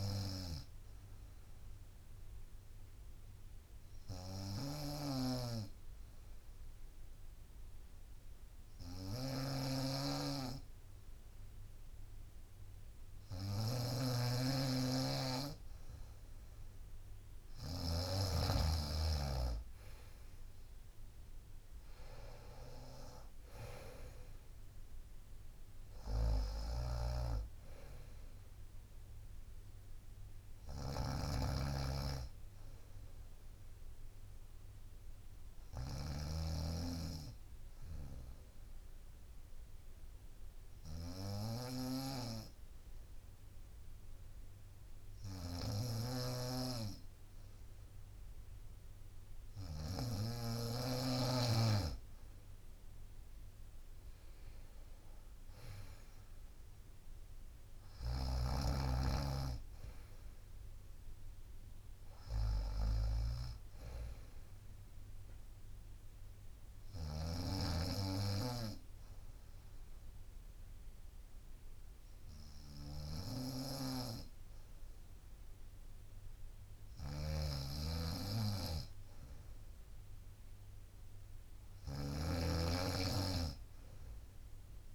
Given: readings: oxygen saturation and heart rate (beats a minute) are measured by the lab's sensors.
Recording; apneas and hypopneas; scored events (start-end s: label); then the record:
breathing in sleep by a room microphone; 3
0.00-18.00 s: snoring (device-marked)
1.50-14.00 s: obstructive apnea (oxygen 94% before, 92% lowest, heart rate 67 before, 61 extreme, up 21 after)
16.00-18.50 s: arousal
16.00-30.00 s: drop in pulse transit time (device-marked, heart rate 66 before, 66 extreme)
19.50-21.50 s: long interval between heartbeats (device-marked, heart rate 66 before, 87 extreme)
26.00-50.50 s: snoring (device-marked)
27.00-29.00 s: long interval between heartbeats (device-marked, heart rate 73 before, 75 extreme)
38.00-50.50 s: obstructive apnea (oxygen 95% before, 92% lowest, heart rate 73 before, 63 extreme, up 2 after)
51.00-64.00 s: drop in pulse transit time (device-marked, heart rate 64 before, 64 extreme)
53.00-57.50 s: arousal
58.00-84.95 s: snoring (device-marked)
66.50-77.50 s: obstructive apnea (oxygen 96% before, 92% lowest, heart rate 65 before, 63 extreme, up 5 after)
81.00-84.50 s: arousal
81.00-84.95 s: drop in pulse transit time (device-marked, heart rate 64 before, 63 extreme)
From the record:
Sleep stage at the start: N2 (light sleep); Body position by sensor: on the right side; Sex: female